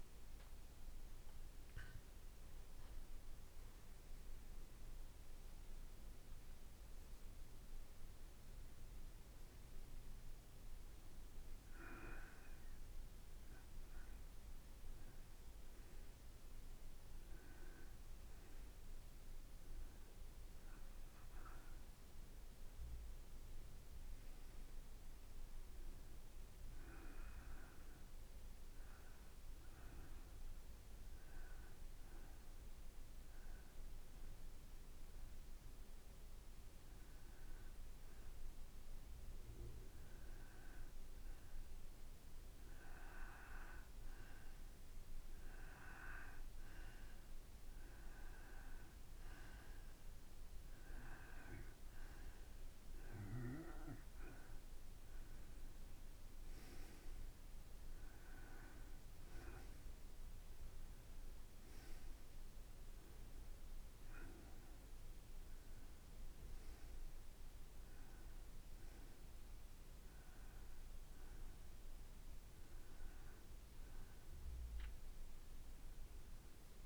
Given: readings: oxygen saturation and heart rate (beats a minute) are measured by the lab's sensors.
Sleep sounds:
breathing in sleep by a room microphone; 1
22.00-24.50 s: arousal
27.00-39.50 s: hypopnea (oxygen 97% before, 92% lowest, heart rate 57 before, 57 extreme, up 3 after)
43.00-46.50 s: arousal
46.50-66.50 s: oxygen desaturation (device-marked, oxygen 96% before, 92% lowest, heart rate 58 before, 56 extreme)
From the record:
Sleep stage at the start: N2 (light sleep); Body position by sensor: on the back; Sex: male

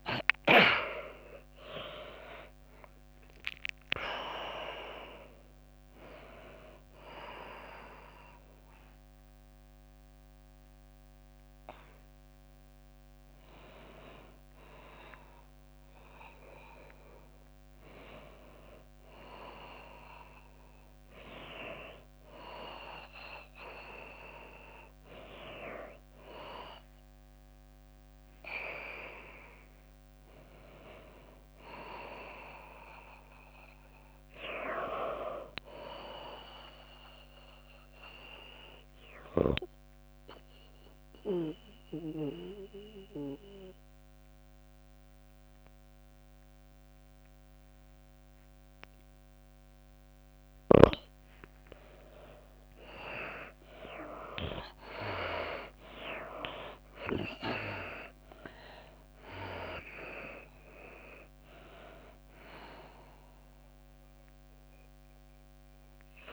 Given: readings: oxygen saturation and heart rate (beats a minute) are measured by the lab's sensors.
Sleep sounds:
a person partly awake in a sleep study, by a microphone on the trachea; 1
0.00-1.50 s: long interval between heartbeats (device-marked, heart rate 134 extreme)
0.00-43.50 s: tachycardia (device-marked, heart rate 180 extreme)
12.50-14.50 s: long interval between heartbeats (device-marked, heart rate 136 before, 116 extreme)
15.50-66.33 s: new sleep stage, N2 (light sleep)
17.00-19.00 s: long interval between heartbeats (device-marked, heart rate 130 before, 124 extreme)
21.00-23.00 s: long interval between heartbeats (device-marked, heart rate 123 before, 129 extreme)
22.50-40.50 s: drop in pulse transit time (device-marked, heart rate 123 before, 109 extreme)
27.00-29.00 s: long interval between heartbeats (device-marked, heart rate 121 before, 117 extreme)
29.50-31.50 s: long interval between heartbeats (device-marked, heart rate 120 before, 131 extreme)
30.50-66.33 s: oxygen desaturation (device-marked, oxygen 98% before, 79% lowest, heart rate 120 before, 99 extreme)
35.50-37.50 s: long interval between heartbeats (device-marked, heart rate 123 before, 113 extreme)
37.50-39.50 s: long interval between heartbeats (device-marked, heart rate 123 before, 131 extreme)
42.00-52.50 s: obstructive apnea (oxygen 98% before, 79% lowest, heart rate 125 before, 99 extreme, up 4 after)
53.50-66.33 s: tachycardia (device-marked, heart rate 106 before, 129 extreme)
55.50-59.00 s: arousal
57.50-66.33 s: drop in pulse transit time (device-marked, heart rate 108 before, 101 extreme)
From the record:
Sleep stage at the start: awake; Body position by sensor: on the back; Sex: female

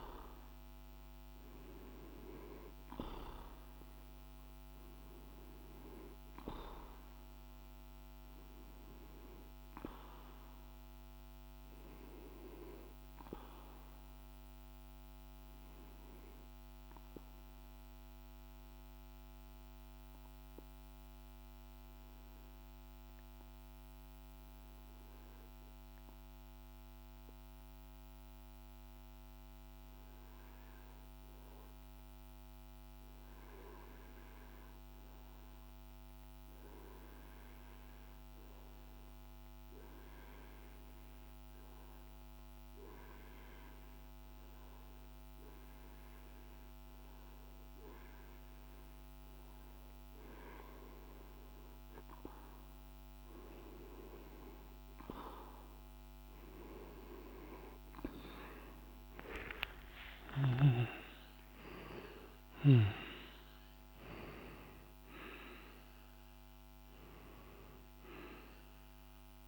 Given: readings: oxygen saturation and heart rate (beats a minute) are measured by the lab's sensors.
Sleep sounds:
breathing in sleep by a microphone on the trachea; 1
0.00-9.50 s: oxygen desaturation (device-marked, oxygen 92% lowest, heart rate 51 extreme)
16.50-48.50 s: obstructive apnea (oxygen 96% before, 88% lowest, heart rate 52 before, 53 extreme, up 1 after)
40.50-69.48 s: oxygen desaturation (device-marked, oxygen 98% before, 88% lowest, heart rate 53 before, 53 extreme)
58.00-62.50 s: arousal
From the record:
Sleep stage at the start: REM sleep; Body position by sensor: on the back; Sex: male

